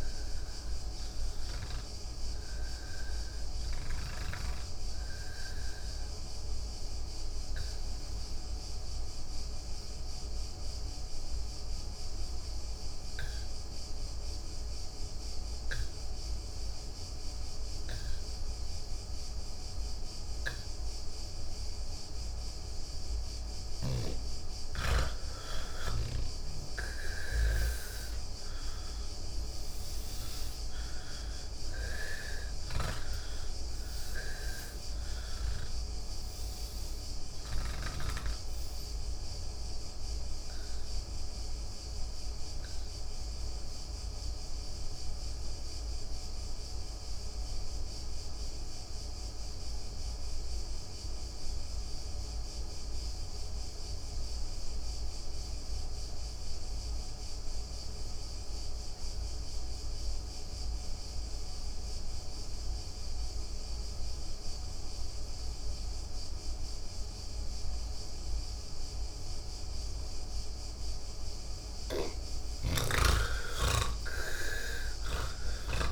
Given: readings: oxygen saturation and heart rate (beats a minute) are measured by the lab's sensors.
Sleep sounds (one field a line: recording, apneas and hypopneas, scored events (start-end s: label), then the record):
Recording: breathing in sleep by a room microphone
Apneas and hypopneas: 2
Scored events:
6.00-22.00 s: obstructive apnea (oxygen 99% before, 84% lowest, heart rate 94 before, 68 extreme, up 60 after)
23.00-48.00 s: oxygen desaturation (device-marked, oxygen 98% before, 87% lowest, heart rate 111 before, 68 extreme)
41.50-71.00 s: obstructive apnea (oxygen 98% before, 80% lowest, heart rate 152 before, 79 extreme, up 52 after)
63.00-75.92 s: oxygen desaturation (device-marked, oxygen 98% before, 80% lowest, heart rate 125 before, 79 extreme)
72.00-75.92 s: snoring (device-marked)
From the record:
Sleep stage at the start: N3 (deep sleep)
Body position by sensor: on the back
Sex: male